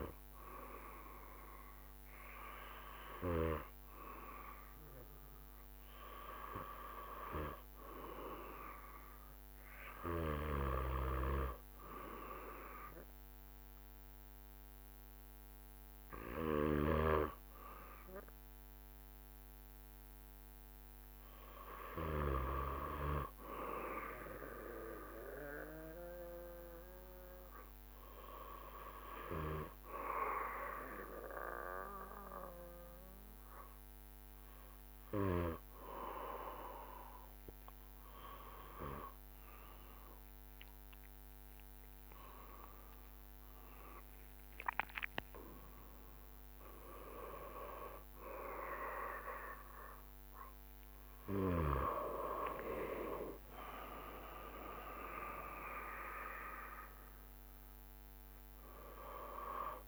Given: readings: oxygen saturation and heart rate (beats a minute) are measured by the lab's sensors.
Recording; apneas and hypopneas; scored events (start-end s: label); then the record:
breathing in sleep by a microphone on the trachea; 1
13.50-17.00 s: arousal
24.00-40.00 s: hypopnea (oxygen 96% before, 95% lowest, heart rate 70 before, 68 extreme, up 14 after)
41.50-45.50 s: arousal
41.50-59.88 s: drop in pulse transit time (device-marked, heart rate 69 before, 72 extreme)
From the record:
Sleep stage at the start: N2 (light sleep); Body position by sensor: on the back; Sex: male